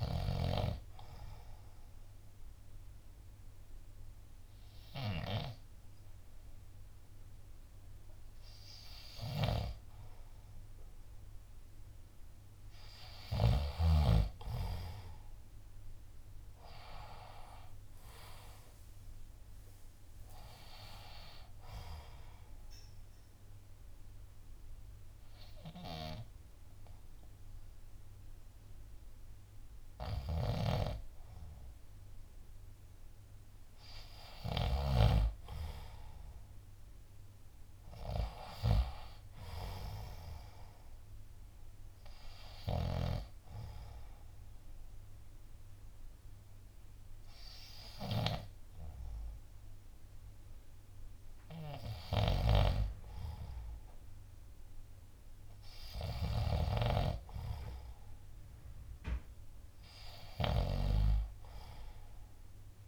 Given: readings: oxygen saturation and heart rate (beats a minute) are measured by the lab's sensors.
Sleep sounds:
breathing in sleep by a room microphone; 3
0.00-4.50 s: drop in pulse transit time (device-marked, heart rate 67 extreme)
1.50-11.50 s: obstructive apnea (oxygen 93% before, 87% lowest, heart rate 68 before, 63 extreme, up 9 after)
1.50-17.50 s: oxygen desaturation (device-marked, oxygen 93% before, 87% lowest, heart rate 68 before, 63 extreme)
9.50-14.00 s: snoring (device-marked)
14.50-18.50 s: arousal
15.50-25.50 s: drop in pulse transit time (device-marked, heart rate 68 before, 66 extreme)
23.50-34.00 s: obstructive apnea (oxygen 93% before, 87% lowest, heart rate 68 before, 64 extreme, up 12 after)
30.50-35.50 s: snoring (device-marked)
31.50-38.50 s: oxygen desaturation (device-marked, oxygen 92% before, 87% lowest, heart rate 68 before, 66 extreme)
37.00-40.00 s: arousal
37.50-47.50 s: drop in pulse transit time (device-marked, heart rate 68 before, 68 extreme)
43.00-53.00 s: obstructive apnea (oxygen 93% before, 88% lowest, heart rate 68 before, 62 extreme, up 3 after)
49.50-59.50 s: oxygen desaturation (device-marked, oxygen 93% before, 88% lowest, heart rate 70 before, 62 extreme)
52.50-62.88 s: snoring (device-marked)
56.00-60.50 s: arousal
From the record:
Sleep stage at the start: N2 (light sleep); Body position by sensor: on the left side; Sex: male

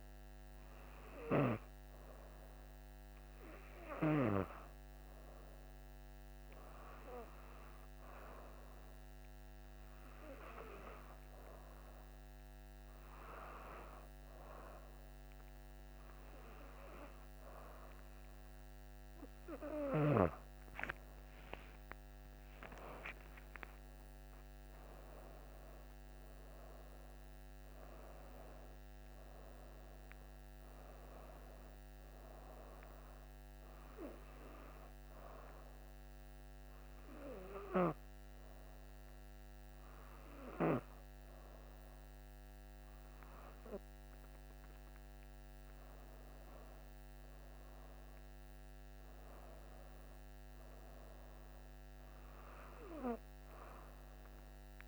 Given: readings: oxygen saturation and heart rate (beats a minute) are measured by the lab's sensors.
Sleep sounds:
breathing in sleep by a microphone on the trachea; 2
8.00-20.50 s: hypopnea (oxygen 95% before, 91% lowest)
21.50-26.50 s: arousal
34.00-45.50 s: hypopnea (oxygen 93% before, 92% lowest)
46.50-51.50 s: arousal
From the record:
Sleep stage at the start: N2 (light sleep); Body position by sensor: on the back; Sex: female

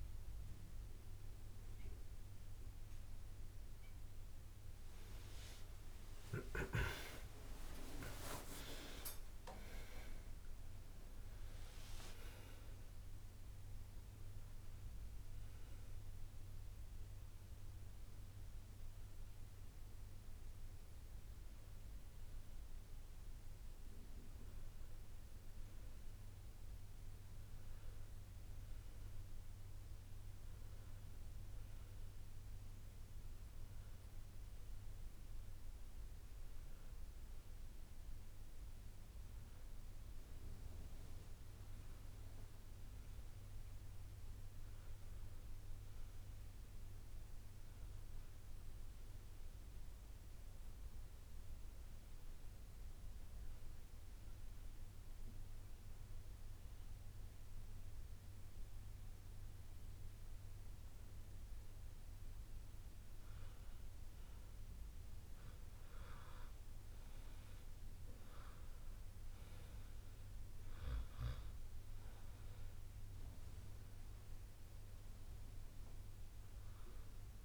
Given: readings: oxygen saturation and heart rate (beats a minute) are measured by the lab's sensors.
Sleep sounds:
breathing in sleep by a room microphone; 1
0.00-3.50 s: bradycardia (device-marked, heart rate 58 extreme)
4.50-8.50 s: arousal
8.00-10.00 s: long interval between heartbeats (device-marked, heart rate 61 before, 71 extreme)
21.50-77.45 s: new sleep stage, N2 (light sleep)
33.50-37.50 s: bradycardia (device-marked, heart rate 77 before, 59 extreme)
53.50-63.50 s: hypopnea (oxygen 97% before, 92% lowest, heart rate 61 before, 60 extreme, up 1 after)
55.50-76.50 s: drop in pulse transit time (device-marked, heart rate 61 before, 60 extreme)
65.50-69.00 s: arousal
69.50-77.45 s: oxygen desaturation (device-marked, oxygen 96% before, 92% lowest, heart rate 61 before, 60 extreme)
From the record:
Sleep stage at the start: N1 (lightest sleep); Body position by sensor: on the back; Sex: male

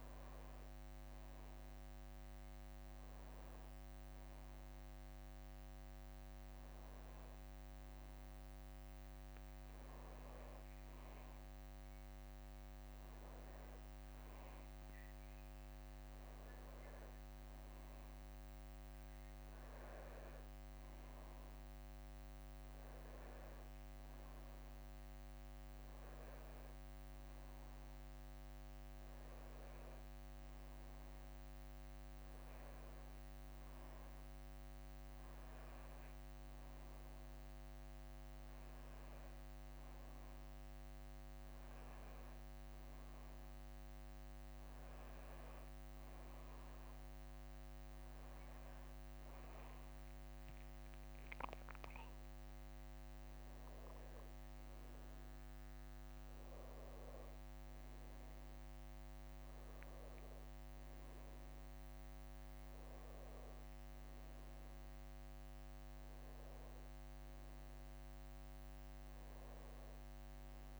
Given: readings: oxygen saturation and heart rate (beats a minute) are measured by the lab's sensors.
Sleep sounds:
breathing in sleep, hard to hear, by a microphone on the trachea; none
9.50-11.50 s: long interval between heartbeats (device-marked, heart rate 60 before, 66 extreme)
13.50-15.50 s: long interval between heartbeats (device-marked, heart rate 62 before, 76 extreme)
50.00-55.00 s: arousal
From the record:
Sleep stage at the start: N2 (light sleep); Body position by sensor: on the back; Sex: male

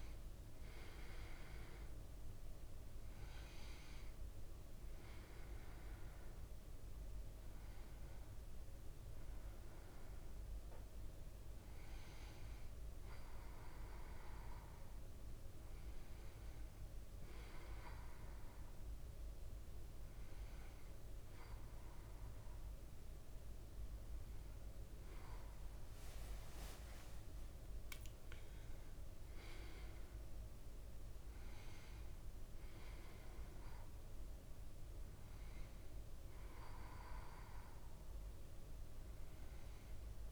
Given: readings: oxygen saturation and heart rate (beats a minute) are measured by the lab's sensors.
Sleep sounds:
breathing in sleep, hard to hear, by a room microphone; none
0.00-21.00 s: oxygen desaturation (device-marked, oxygen 93% lowest, heart rate 54 extreme)
25.50-29.00 s: leg movement (device-marked)
From the record:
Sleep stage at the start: N2 (light sleep); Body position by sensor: on the back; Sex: male

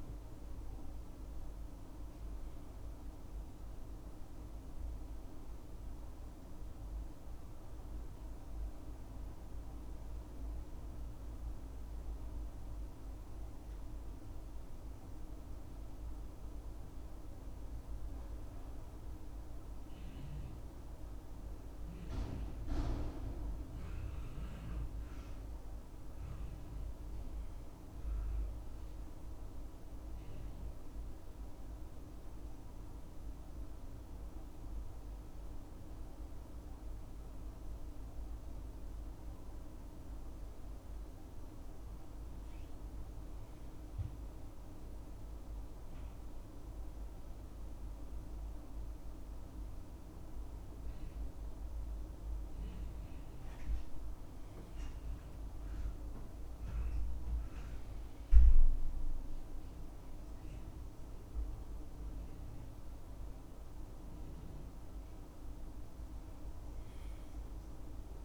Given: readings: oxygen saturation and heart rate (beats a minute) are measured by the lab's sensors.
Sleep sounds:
breathing in sleep, hard to hear, by a room microphone; 2
5.00-15.00 s: central apnea (oxygen 100% before, 93% lowest, heart rate 72 before, 65 extreme, up 4 after)
21.50-26.50 s: arousal
31.50-42.00 s: central apnea (oxygen 98% before, 93% lowest, heart rate 67 before, 65 extreme, up 4 after)
44.00-47.50 s: arousal
From the record:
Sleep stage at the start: N2 (light sleep); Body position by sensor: on the back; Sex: male

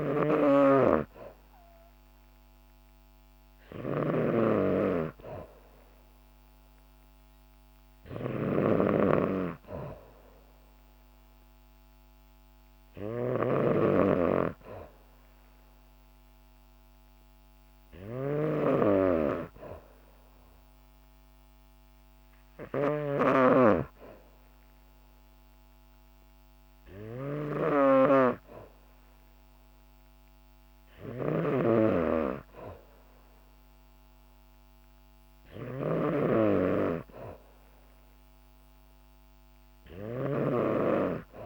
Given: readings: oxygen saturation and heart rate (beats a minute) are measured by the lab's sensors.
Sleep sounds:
breathing in sleep by a microphone on the trachea; none
0.00-41.46 s: snoring (device-marked)
From the record:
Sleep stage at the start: N2 (light sleep); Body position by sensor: on the back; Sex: female

